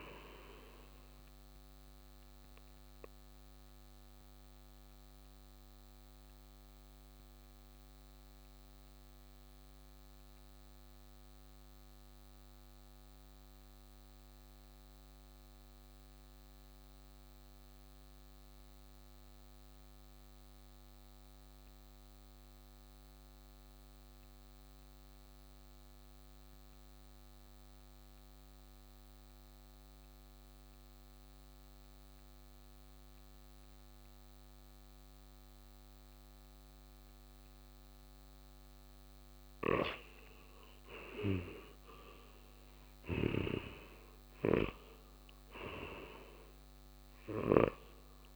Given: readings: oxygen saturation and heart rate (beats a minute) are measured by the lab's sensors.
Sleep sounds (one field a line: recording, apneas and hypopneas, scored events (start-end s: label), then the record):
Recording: breathing in sleep by a microphone on the trachea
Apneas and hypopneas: 1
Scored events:
0.00-19.00 s: oxygen desaturation (device-marked, oxygen 87% lowest, heart rate 58 extreme)
2.00-41.00 s: obstructive apnea (oxygen 97% before, 85% lowest, heart rate 61 before, 55 extreme, up 7 after)
32.00-48.36 s: oxygen desaturation (device-marked, oxygen 97% before, 85% lowest, heart rate 59 before, 54 extreme)
39.50-48.36 s: snoring (device-marked)
42.50-47.50 s: arousal
From the record:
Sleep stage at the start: N2 (light sleep)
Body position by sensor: on the right side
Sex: male